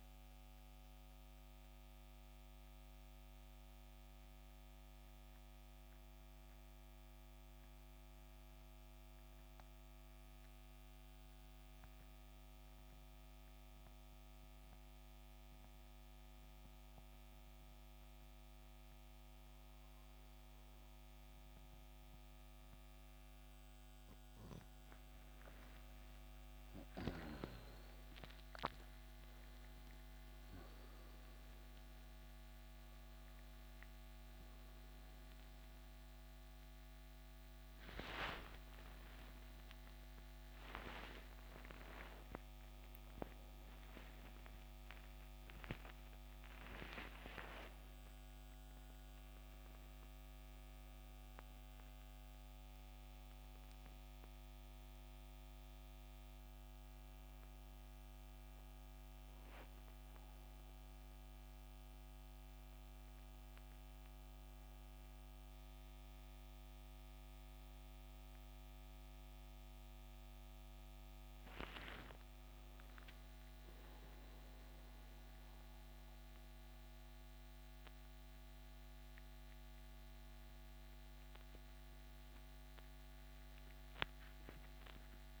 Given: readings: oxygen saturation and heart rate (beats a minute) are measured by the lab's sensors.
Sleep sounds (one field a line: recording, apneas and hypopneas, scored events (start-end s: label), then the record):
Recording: a person awake in a sleep study, by a microphone on the trachea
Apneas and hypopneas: 1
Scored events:
2.00-23.50 s: mixed apnea (oxygen 94% before, 87% lowest, heart rate 72 before, 67 extreme, up 12 after)
8.50-38.50 s: new sleep stage, N2 (light sleep)
19.50-47.50 s: oxygen desaturation (device-marked, oxygen 93% before, 87% lowest, heart rate 70 before, 67 extreme)
38.50-85.40 s: new sleep stage, awake
From the record:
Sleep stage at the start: N1 (lightest sleep)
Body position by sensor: on the back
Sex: male